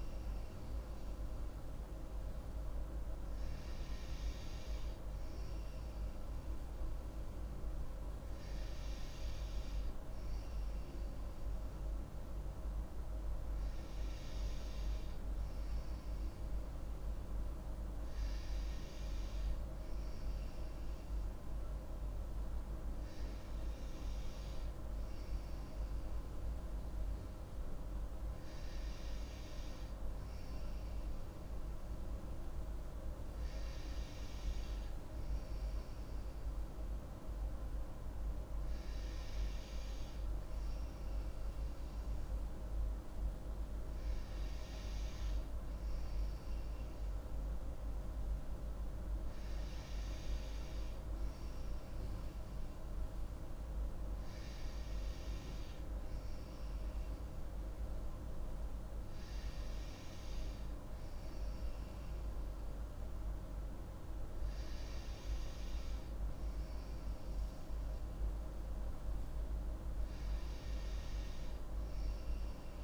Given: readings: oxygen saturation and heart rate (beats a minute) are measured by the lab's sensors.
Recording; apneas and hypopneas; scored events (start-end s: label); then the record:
breathing in sleep, hard to hear, by a room microphone; none
none scored
From the record:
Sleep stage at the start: N2 (light sleep); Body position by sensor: on the right side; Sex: female